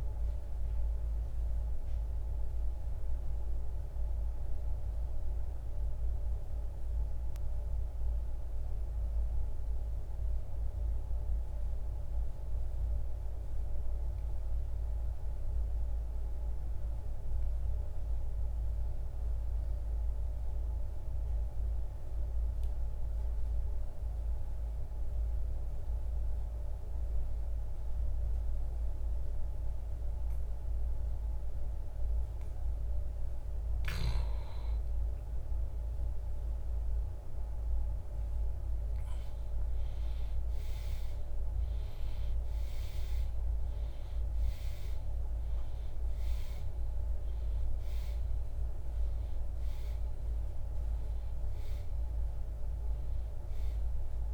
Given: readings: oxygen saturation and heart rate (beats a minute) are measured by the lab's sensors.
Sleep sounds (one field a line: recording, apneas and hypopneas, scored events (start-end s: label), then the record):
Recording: breathing in sleep, hard to hear, by a room microphone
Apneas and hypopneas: 1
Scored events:
0.00-21.00 s: oxygen desaturation (device-marked, oxygen 79% lowest, heart rate 52 extreme)
9.50-32.50 s: obstructive apnea (oxygen 95% before, 79% lowest, heart rate 83 before, 52 extreme, up 17 after)
35.50-39.50 s: arousal
48.00-54.34 s: oxygen desaturation (device-marked, oxygen 96% before, 81% lowest, heart rate 63 before, 43 extreme)
From the record:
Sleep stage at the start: N2 (light sleep)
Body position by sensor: on the back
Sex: male